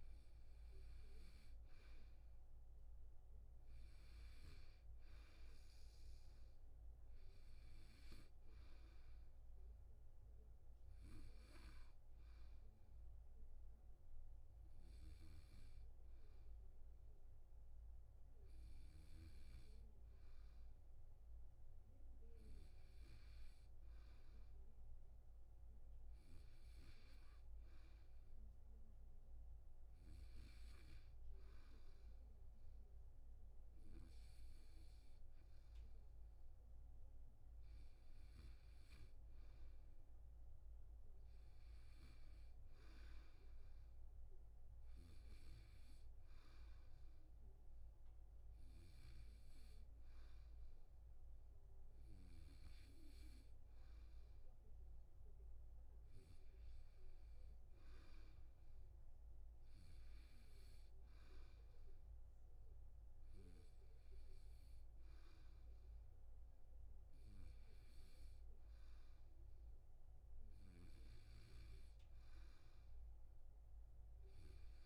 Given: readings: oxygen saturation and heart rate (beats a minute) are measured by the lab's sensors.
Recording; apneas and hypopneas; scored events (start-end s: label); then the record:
breathing in sleep by a room microphone; none
none scored
From the record:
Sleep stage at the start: N2 (light sleep); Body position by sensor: on the back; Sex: male